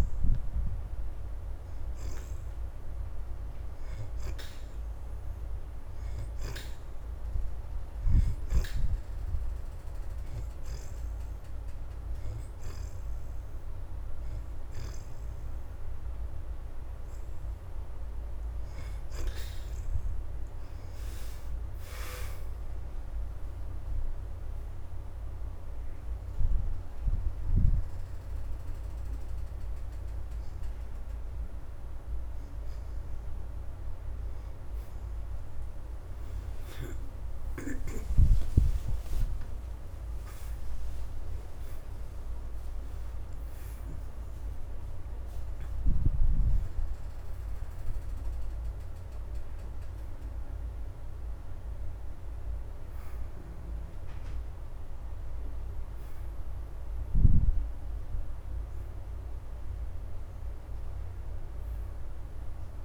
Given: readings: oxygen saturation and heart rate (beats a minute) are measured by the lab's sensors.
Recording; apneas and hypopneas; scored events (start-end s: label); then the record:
breathing in sleep by a room microphone; 1
3.00-13.00 s: oxygen desaturation (device-marked, oxygen 69% before, 61% lowest, heart rate 86 before, 82 extreme)
9.00-20.00 s: hypopnea (oxygen 69% before, 60% lowest, heart rate 85 before, 82 extreme, up 5 after)
20.00-51.00 s: oxygen desaturation (device-marked, oxygen 70% before, 60% lowest, heart rate 85 before, 63 extreme)
22.00-26.50 s: arousal
37.50-42.50 s: arousal
From the record:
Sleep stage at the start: N2 (light sleep); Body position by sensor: on the back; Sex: female